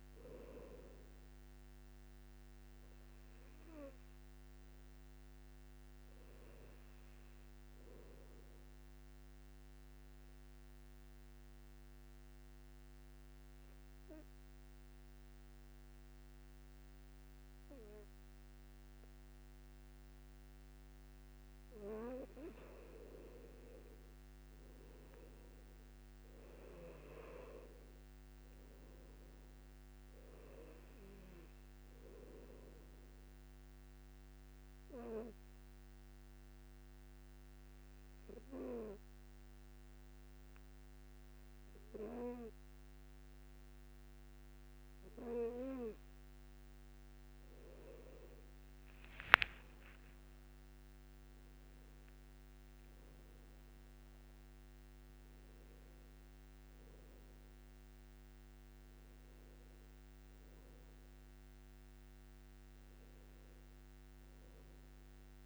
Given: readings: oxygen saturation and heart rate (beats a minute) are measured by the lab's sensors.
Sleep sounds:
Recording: breathing in sleep by a microphone on the trachea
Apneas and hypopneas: 2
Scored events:
1.50-17.50 s: oxygen desaturation (device-marked, oxygen 98% before, 93% lowest, heart rate 58 before, 53 extreme)
10.50-22.50 s: obstructive apnea (oxygen 98% before, 91% lowest, heart rate 58 before, 53 extreme, up 9 after)
24.00-28.00 s: arousal
26.50-44.50 s: oxygen desaturation (device-marked, oxygen 98% before, 91% lowest, heart rate 58 before, 53 extreme)
34.50-48.00 s: obstructive apnea (oxygen 98% before, 91% lowest, heart rate 60 before, 57 extreme, up 11 after)
49.00-53.00 s: arousal
From the record:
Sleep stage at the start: N2 (light sleep)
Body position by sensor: on the back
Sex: male

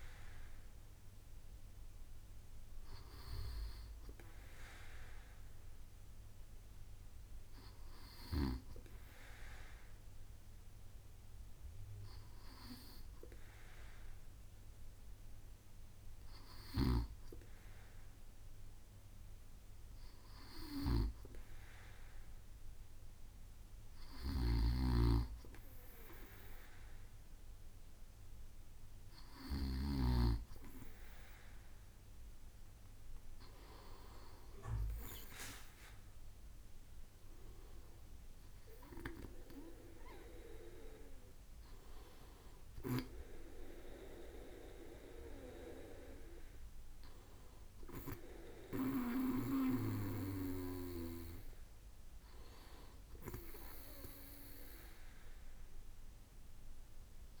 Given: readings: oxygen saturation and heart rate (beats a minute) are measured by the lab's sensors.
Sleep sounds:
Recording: breathing in sleep by a room microphone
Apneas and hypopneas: none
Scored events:
24.00-30.00 s: snoring (device-marked)
From the record:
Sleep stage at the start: N2 (light sleep)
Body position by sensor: on the right side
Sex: male

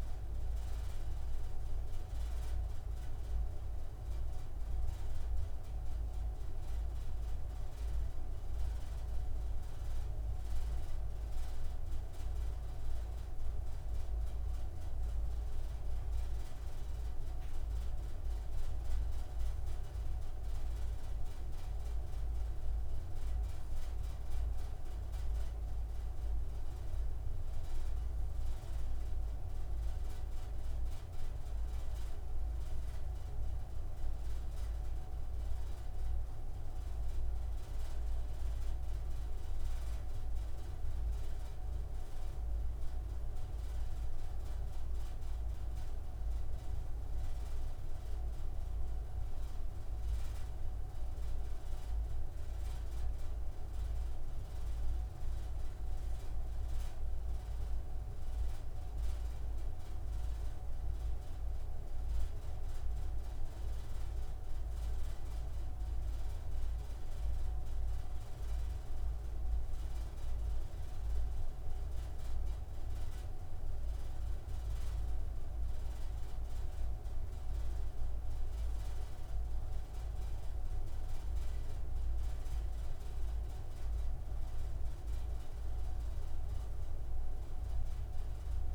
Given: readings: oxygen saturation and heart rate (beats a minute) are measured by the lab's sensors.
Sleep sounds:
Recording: breathing in sleep, hard to hear, by a room microphone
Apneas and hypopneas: none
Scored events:
none scored
From the record:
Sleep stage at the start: N2 (light sleep)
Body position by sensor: on the right side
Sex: male

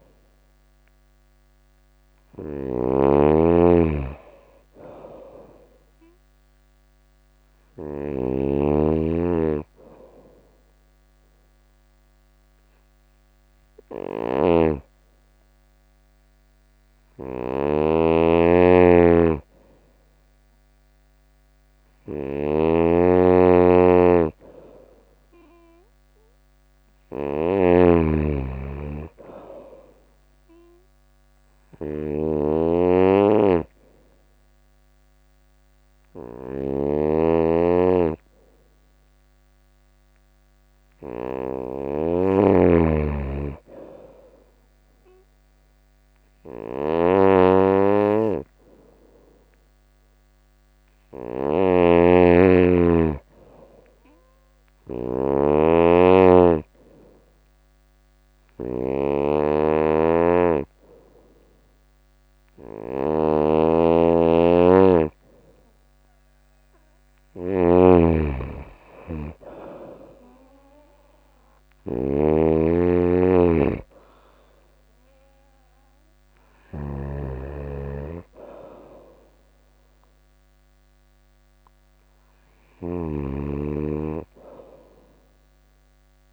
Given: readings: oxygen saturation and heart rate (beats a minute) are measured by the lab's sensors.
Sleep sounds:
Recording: breathing in sleep by a microphone on the trachea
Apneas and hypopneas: 3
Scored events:
0.00-7.50 s: snoring (device-marked)
8.50-20.00 s: hypopnea (oxygen 96% before, 90% lowest, heart rate 81 before, 80 extreme)
13.50-86.33 s: snoring (device-marked)
24.50-28.00 s: arousal
29.50-40.50 s: oxygen desaturation (device-marked, oxygen 95% before, 91% lowest, heart rate 82 before, 82 extreme)
31.00-41.50 s: hypopnea (oxygen 95% before, 89% lowest, heart rate 82 before, 82 extreme, up 1 after)
43.00-46.50 s: arousal
56.50-66.50 s: hypopnea (oxygen 96% before, 89% lowest, heart rate 83 before, 81 extreme, up 2 after)
68.50-72.00 s: arousal
79.50-86.33 s: oxygen desaturation (device-marked, oxygen 93% before, 89% lowest, heart rate 83 before, 79 extreme)
From the record:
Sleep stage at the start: N2 (light sleep)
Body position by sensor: on the right side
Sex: female

